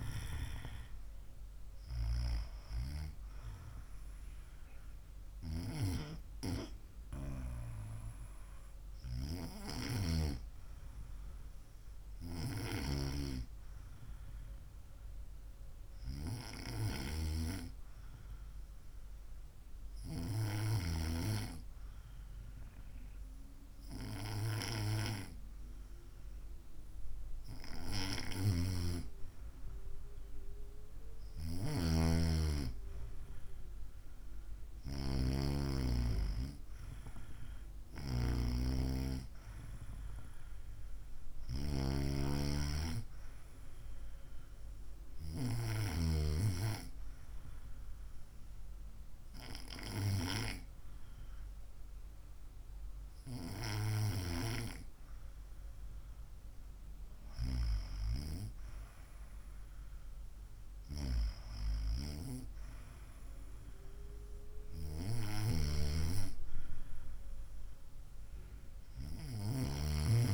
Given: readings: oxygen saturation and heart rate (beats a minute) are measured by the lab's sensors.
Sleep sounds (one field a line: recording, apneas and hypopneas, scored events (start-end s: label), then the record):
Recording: breathing in sleep by a room microphone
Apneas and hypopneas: 1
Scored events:
0.00-1.50 s: arousal
10.50-27.50 s: hypopnea (oxygen 96% before, 94% lowest, heart rate 61 before, 56 extreme, up 5 after)
29.50-33.00 s: arousal
From the record:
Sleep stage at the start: N2 (light sleep)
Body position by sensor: on the right side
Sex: female